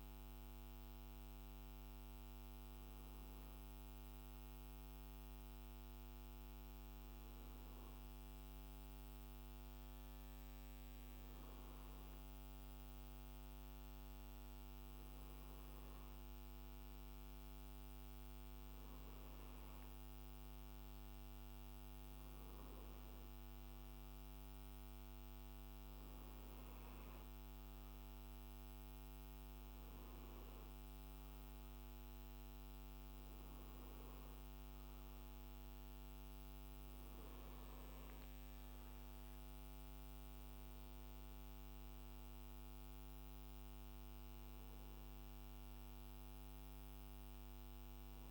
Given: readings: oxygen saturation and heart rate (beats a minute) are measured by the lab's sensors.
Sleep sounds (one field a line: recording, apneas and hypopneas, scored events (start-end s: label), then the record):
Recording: breathing in sleep, hard to hear, by a microphone on the trachea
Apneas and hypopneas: none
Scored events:
none scored
From the record:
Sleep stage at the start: N2 (light sleep)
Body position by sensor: on the right side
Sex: male